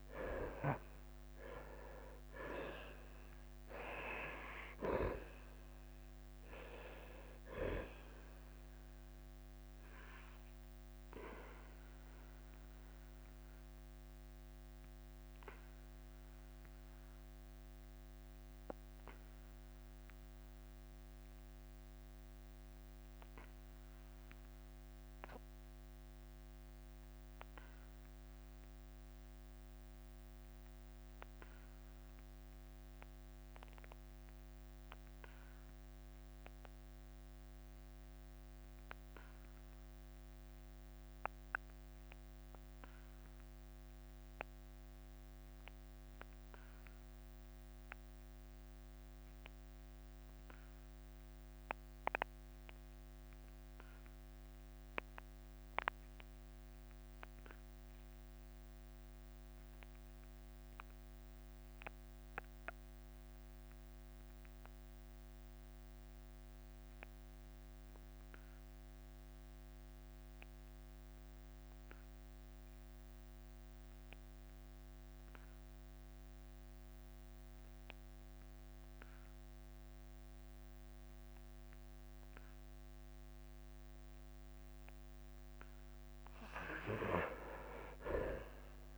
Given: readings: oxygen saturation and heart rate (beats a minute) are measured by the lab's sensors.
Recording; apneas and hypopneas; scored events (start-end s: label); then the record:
breathing in sleep by a microphone on the trachea; 1
0.00-4.00 s: arousal
0.00-13.50 s: drop in pulse transit time (device-marked, heart rate 86 extreme)
0.00-33.50 s: oxygen desaturation (device-marked, oxygen 77% lowest, heart rate 79 extreme)
14.00-84.50 s: obstructive apnea (oxygen 98% before, 61% lowest, heart rate 89 before, 74 extreme, up 20 after)
56.50-68.50 s: drop in pulse transit time (device-marked, heart rate 82 before, 82 extreme)
74.50-88.98 s: new sleep stage, REM sleep
86.50-88.98 s: oxygen desaturation (device-marked, oxygen 95% before, 61% lowest, heart rate 78 before, 86 extreme)
87.50-88.98 s: drop in pulse transit time (device-marked, heart rate 77 before, 84 extreme)
From the record:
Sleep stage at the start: N2 (light sleep); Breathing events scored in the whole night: 193 in 2.7 hours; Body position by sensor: on the back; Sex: male